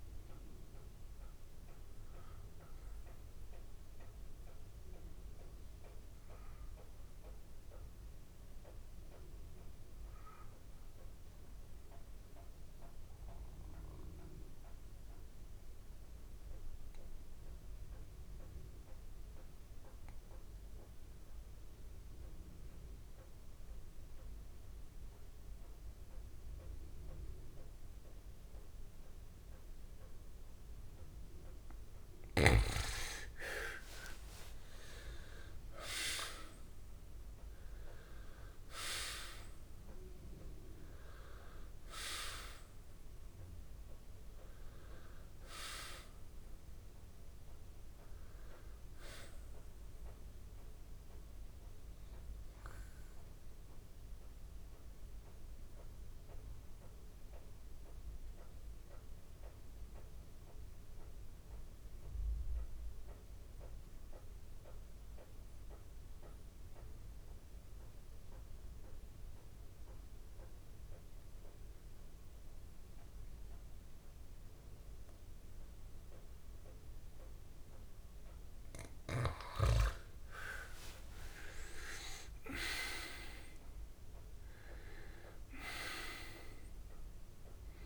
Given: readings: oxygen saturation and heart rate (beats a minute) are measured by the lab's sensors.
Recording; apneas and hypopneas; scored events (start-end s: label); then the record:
breathing in sleep by a room microphone; 2
0.00-6.50 s: oxygen desaturation (device-marked, oxygen 86% lowest, heart rate 65 extreme)
6.50-9.00 s: arousal
11.50-32.00 s: obstructive apnea (oxygen 98% before, 84% lowest, heart rate 67 before, 66 extreme, up 49 after)
25.50-57.50 s: oxygen desaturation (device-marked, oxygen 97% before, 84% lowest, heart rate 67 before, 65 extreme)
33.50-38.50 s: arousal
55.00-79.50 s: mixed apnea (oxygen 95% before, 85% lowest, heart rate 82 before, 65 extreme)
74.50-87.86 s: oxygen desaturation (device-marked, oxygen 98% before, 85% lowest, heart rate 66 before, 65 extreme)
81.00-85.00 s: arousal
From the record:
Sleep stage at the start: N2 (light sleep); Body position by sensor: on the back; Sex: male